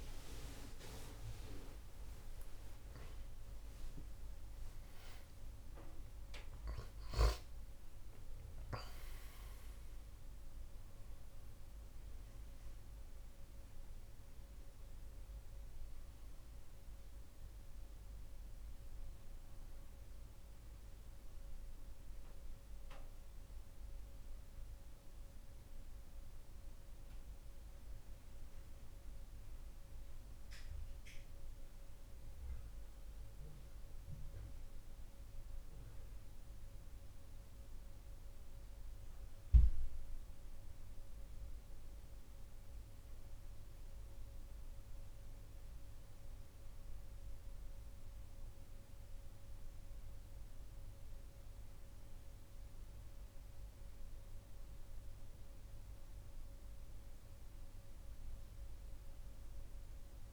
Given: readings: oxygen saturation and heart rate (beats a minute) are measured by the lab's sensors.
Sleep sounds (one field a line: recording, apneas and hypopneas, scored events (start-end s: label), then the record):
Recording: breathing in sleep by a room microphone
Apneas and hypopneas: none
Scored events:
4.50-9.00 s: arousal
From the record:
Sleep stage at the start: N2 (light sleep)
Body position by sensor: on the back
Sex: male